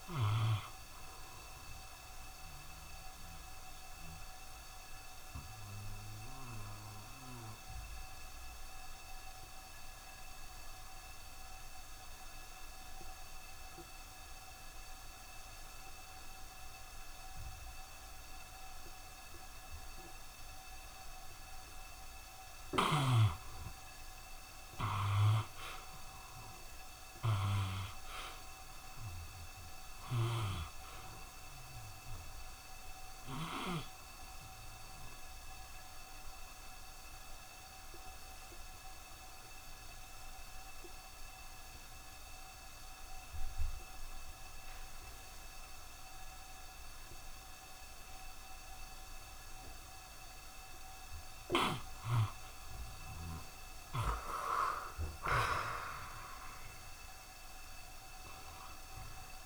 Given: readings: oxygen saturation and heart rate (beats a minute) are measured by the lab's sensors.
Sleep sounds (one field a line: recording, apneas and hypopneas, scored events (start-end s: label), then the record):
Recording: breathing in sleep by a room microphone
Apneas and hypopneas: 2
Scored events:
0.00-9.50 s: oxygen desaturation (device-marked, oxygen 68% lowest, heart rate 75 extreme)
3.50-22.00 s: obstructive apnea (oxygen 87% before, 69% lowest, heart rate 79 before, 74 extreme, up 4 after)
17.50-43.50 s: oxygen desaturation (device-marked, oxygen 88% before, 70% lowest, heart rate 76 before, 74 extreme)
24.00-28.00 s: arousal
37.00-50.50 s: obstructive apnea (oxygen 88% before, 70% lowest, heart rate 77 before, 72 extreme, up 3 after)
48.50-59.45 s: oxygen desaturation (device-marked, oxygen 88% before, 70% lowest, heart rate 76 before, 72 extreme)
52.50-56.00 s: arousal
From the record:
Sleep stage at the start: N2 (light sleep)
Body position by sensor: on the back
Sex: male